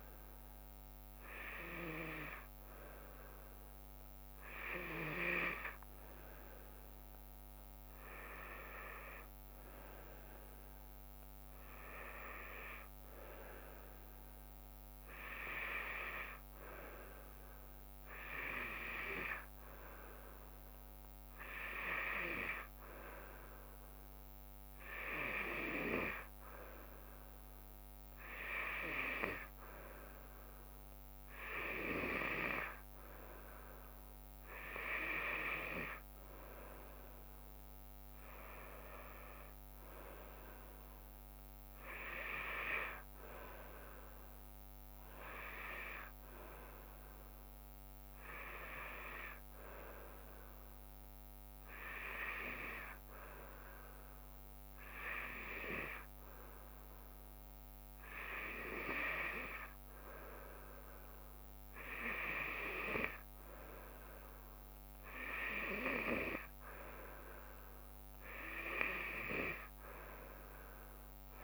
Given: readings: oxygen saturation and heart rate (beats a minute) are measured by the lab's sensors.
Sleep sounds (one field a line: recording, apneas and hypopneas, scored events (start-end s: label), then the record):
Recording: breathing in sleep by a microphone on the trachea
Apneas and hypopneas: none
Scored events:
33.50-45.50 s: drop in pulse transit time (device-marked, heart rate 75 before, 73 extreme)
From the record:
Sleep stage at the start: N2 (light sleep)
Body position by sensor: on the back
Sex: female